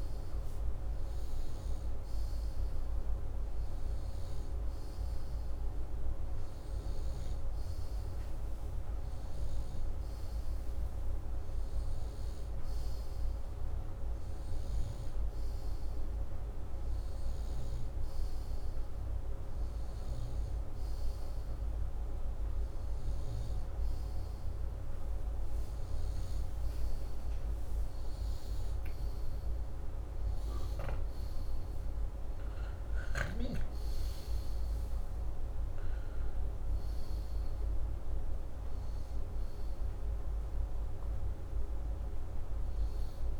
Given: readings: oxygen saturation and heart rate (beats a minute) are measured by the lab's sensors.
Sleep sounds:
breathing in sleep, hard to hear, by a room microphone; none
15.00-18.50 s: snoring (device-marked)
20.50-27.00 s: snoring (device-marked)
From the record:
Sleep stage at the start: N2 (light sleep); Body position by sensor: upright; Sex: male

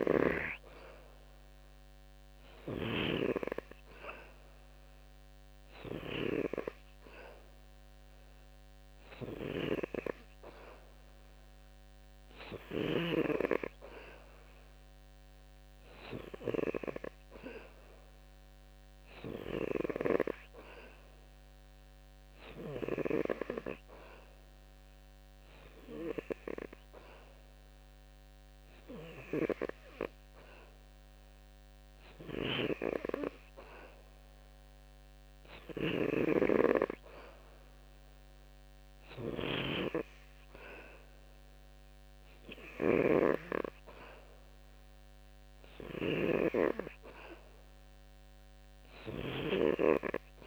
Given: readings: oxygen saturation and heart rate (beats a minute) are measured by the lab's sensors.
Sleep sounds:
breathing in sleep by a microphone on the trachea; none
0.00-6.00 s: snoring (device-marked)
35.00-49.00 s: snoring (device-marked)
From the record:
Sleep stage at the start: N2 (light sleep); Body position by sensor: on the back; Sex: male

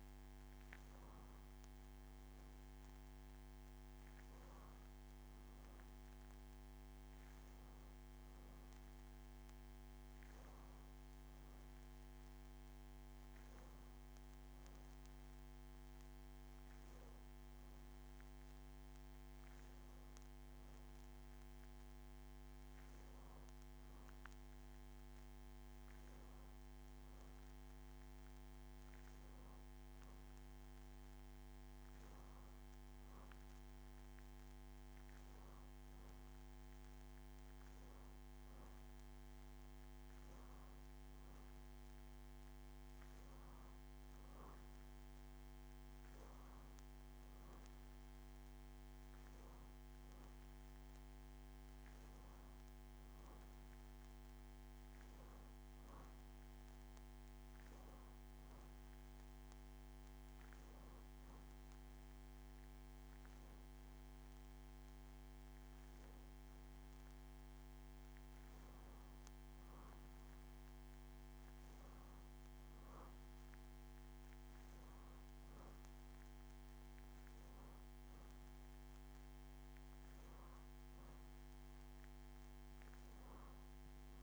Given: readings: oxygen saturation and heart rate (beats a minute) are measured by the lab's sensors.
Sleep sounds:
breathing in sleep, hard to hear, by a microphone on the trachea; none
none scored
From the record:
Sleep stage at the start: N2 (light sleep); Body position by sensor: on the back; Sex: female

